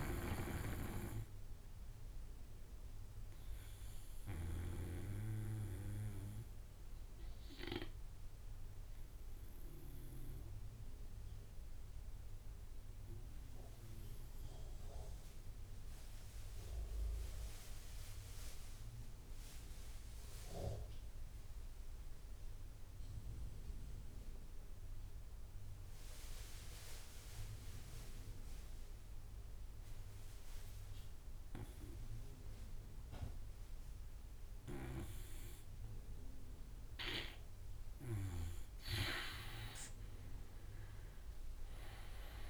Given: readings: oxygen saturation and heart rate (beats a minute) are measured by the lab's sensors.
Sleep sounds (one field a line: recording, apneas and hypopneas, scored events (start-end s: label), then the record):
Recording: breathing in sleep by a room microphone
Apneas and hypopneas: 1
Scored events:
0.00-4.00 s: snoring (device-marked)
0.00-4.50 s: oxygen desaturation (device-marked, oxygen 85% lowest)
1.00-36.50 s: obstructive apnea (oxygen 97% before, 85% lowest)
34.50-42.50 s: drop in pulse transit time (device-marked)
35.50-42.50 s: oxygen desaturation (device-marked, oxygen 97% before, 86% lowest)
From the record:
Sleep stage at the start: N2 (light sleep)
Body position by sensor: on the right side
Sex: male